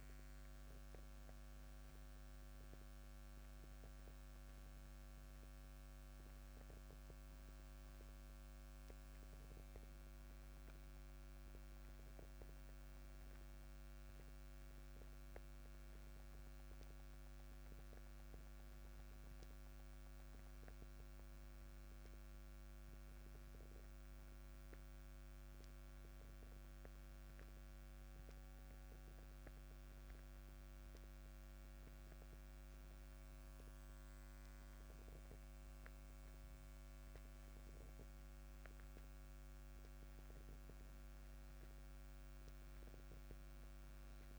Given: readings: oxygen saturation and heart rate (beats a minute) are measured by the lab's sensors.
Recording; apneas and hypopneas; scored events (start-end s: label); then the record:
a person awake in a sleep study, hard to hear, by a microphone on the trachea; none
none scored
From the record:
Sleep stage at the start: awake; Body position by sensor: on the back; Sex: male